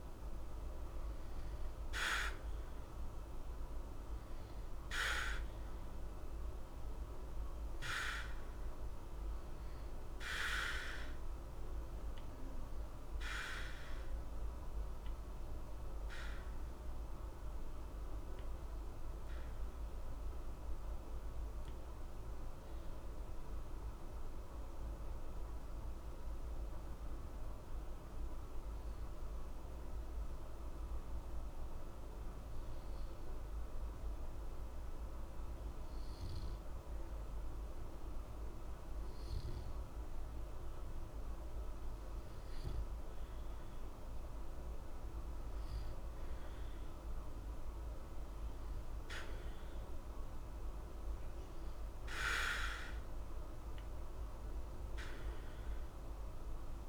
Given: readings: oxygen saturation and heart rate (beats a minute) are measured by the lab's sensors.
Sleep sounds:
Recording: breathing in sleep by a room microphone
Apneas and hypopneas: 1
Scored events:
0.00-1.00 s: arousal
22.50-37.50 s: obstructive apnea (oxygen 93% before, 89% lowest, heart rate 60 before, 60 extreme, up 0 after)
40.50-44.50 s: arousal
From the record:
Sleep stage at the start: N2 (light sleep)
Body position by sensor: on the back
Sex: male

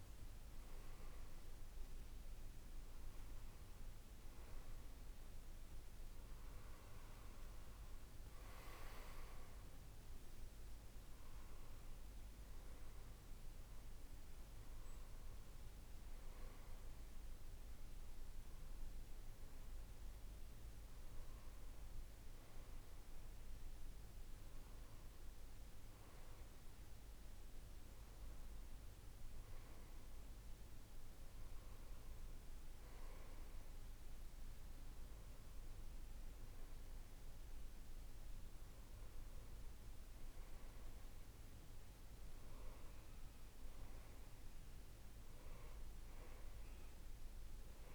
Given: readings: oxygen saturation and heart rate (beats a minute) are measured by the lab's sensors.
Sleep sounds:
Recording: breathing in sleep, hard to hear, by a room microphone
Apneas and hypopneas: none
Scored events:
9.00-22.00 s: oxygen desaturation (device-marked, oxygen 97% before, 94% lowest, heart rate 71 before, 61 extreme)
42.00-47.95 s: new sleep stage, N2 (light sleep)
From the record:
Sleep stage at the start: N1 (lightest sleep)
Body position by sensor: on the right side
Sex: male

